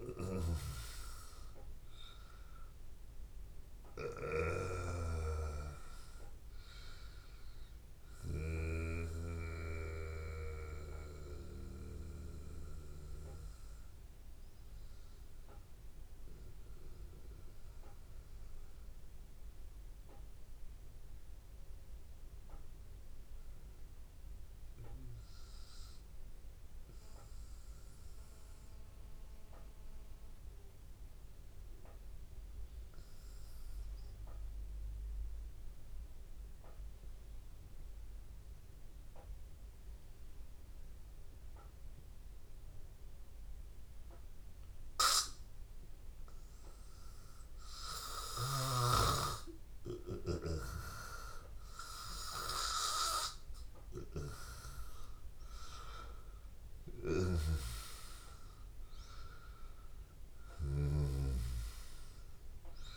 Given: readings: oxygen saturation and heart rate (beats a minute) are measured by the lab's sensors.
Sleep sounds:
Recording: breathing in sleep by a room microphone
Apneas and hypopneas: 1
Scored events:
0.00-3.50 s: arousal
0.00-19.00 s: oxygen desaturation (device-marked, oxygen 95% lowest, heart rate 79 extreme)
9.50-46.50 s: hypopnea (oxygen 98% before, 94% lowest, heart rate 82 before, 79 extreme, up 1 after)
37.00-62.97 s: oxygen desaturation (device-marked, oxygen 99% before, 94% lowest, heart rate 81 before, 79 extreme)
47.50-52.50 s: arousal
From the record:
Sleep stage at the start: N2 (light sleep)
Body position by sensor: on the back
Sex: male

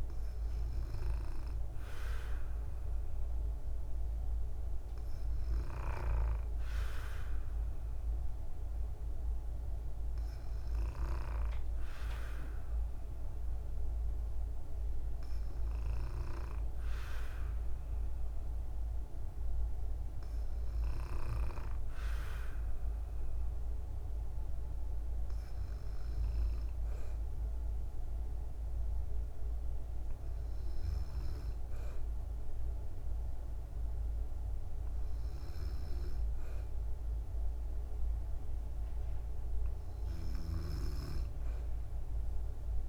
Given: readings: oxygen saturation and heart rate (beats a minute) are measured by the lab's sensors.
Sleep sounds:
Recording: breathing in sleep by a room microphone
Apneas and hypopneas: none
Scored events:
none scored
From the record:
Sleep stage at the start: N2 (light sleep)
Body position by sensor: on the back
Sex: female

